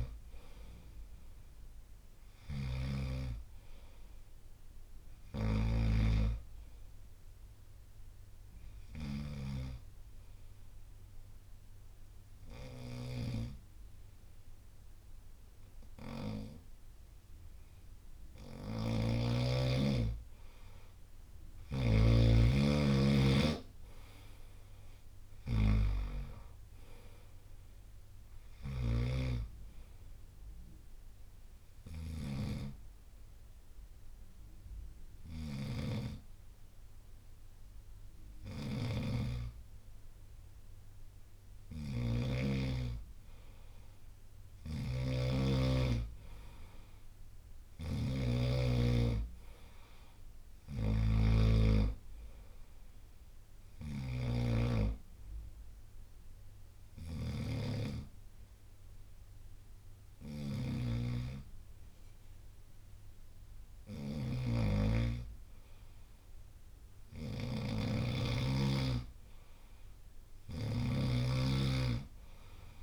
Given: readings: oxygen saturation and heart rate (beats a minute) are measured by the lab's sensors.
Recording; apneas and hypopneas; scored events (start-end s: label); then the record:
breathing in sleep by a room microphone; 3
0.50-4.50 s: arousal
9.00-20.00 s: obstructive apnea (oxygen 93% before, 89% lowest, heart rate 68 before, 61 extreme, up 4 after)
23.50-27.50 s: arousal
26.00-49.00 s: oxygen desaturation (device-marked, oxygen 94% before, 89% lowest, heart rate 65 before, 61 extreme)
30.00-40.00 s: hypopnea (oxygen 94% before, 89% lowest, heart rate 65 before, 61 extreme, up 6 after)
35.00-72.83 s: snoring (device-marked)
43.50-47.50 s: arousal
48.00-61.00 s: drop in pulse transit time (device-marked, heart rate 65 before, 61 extreme)
53.00-64.00 s: hypopnea (oxygen 96% before, 90% lowest, heart rate 65 before, 61 extreme, up 2 after)
67.00-71.00 s: arousal
From the record:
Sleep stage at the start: N2 (light sleep); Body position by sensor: on the right side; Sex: male